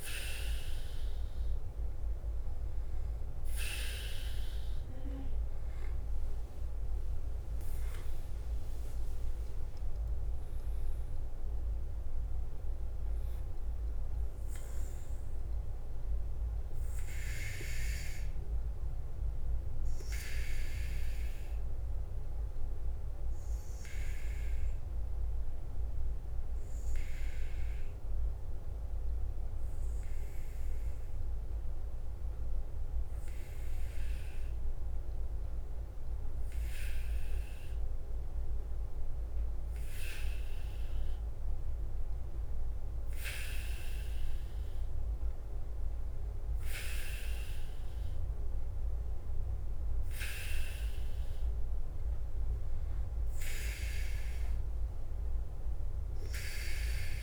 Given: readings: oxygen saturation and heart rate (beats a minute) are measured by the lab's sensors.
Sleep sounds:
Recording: breathing in sleep by a room microphone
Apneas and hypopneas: 1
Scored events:
0.00-56.50 s: bradycardia (device-marked, heart rate 44 extreme)
7.00-11.50 s: arousal
21.50-38.50 s: hypopnea (oxygen 97% before, 95% lowest, heart rate 53 before, 44 extreme, up 11 after)
40.00-43.50 s: arousal
From the record:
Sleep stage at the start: N2 (light sleep)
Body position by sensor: on the back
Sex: male

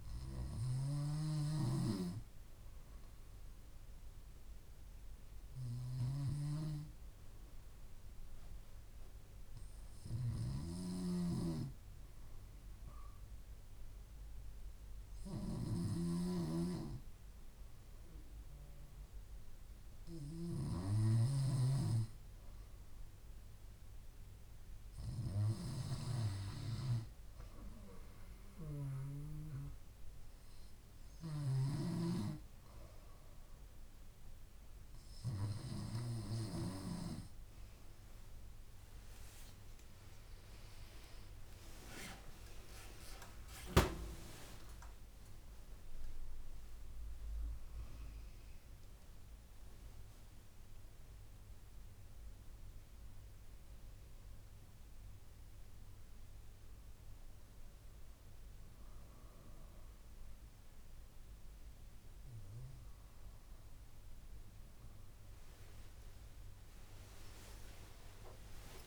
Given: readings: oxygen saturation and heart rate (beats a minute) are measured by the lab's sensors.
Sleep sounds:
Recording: a person partly awake in a sleep study, by a room microphone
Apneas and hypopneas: 1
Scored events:
7.00-21.00 s: hypopnea (oxygen 98% before, 95% lowest)
40.00-68.87 s: new sleep stage, awake
From the record:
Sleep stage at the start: N2 (light sleep)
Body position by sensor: on the back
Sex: female

